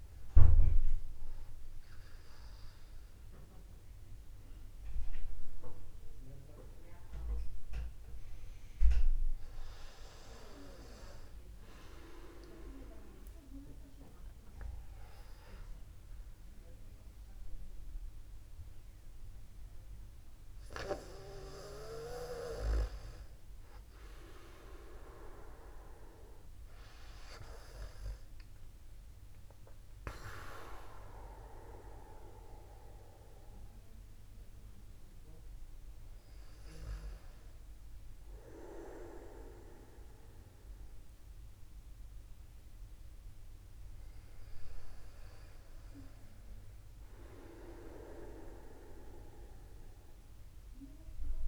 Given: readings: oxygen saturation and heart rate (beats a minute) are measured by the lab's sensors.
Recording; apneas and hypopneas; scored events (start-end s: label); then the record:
a person awake in a sleep study, by a room microphone; none
0.00-2.00 s: long interval between heartbeats (device-marked, heart rate 52 before, 84 extreme)
From the record:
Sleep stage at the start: awake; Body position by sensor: upright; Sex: male